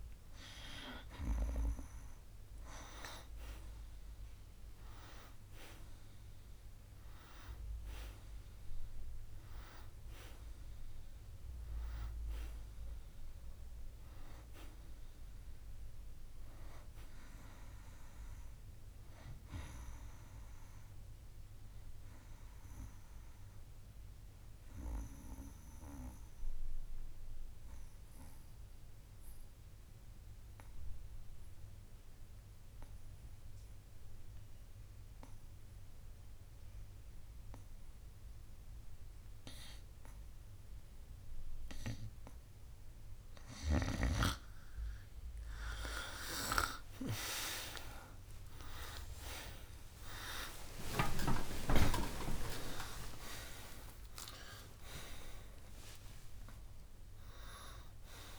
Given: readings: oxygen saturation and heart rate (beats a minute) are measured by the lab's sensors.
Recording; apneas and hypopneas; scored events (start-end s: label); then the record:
breathing in sleep by a room microphone; 1
3.00-22.00 s: oxygen desaturation (device-marked, oxygen 96% before, 90% lowest, heart rate 59 before, 55 extreme)
24.50-42.00 s: obstructive apnea (oxygen 96% before, 90% lowest, heart rate 62 before, 55 extreme, up 35 after)
48.00-55.50 s: arousal
53.00-58.39 s: oxygen desaturation (device-marked, oxygen 95% before, 92% lowest, heart rate 71 before, 64 extreme)
From the record:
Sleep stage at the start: N2 (light sleep); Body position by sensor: on the back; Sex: male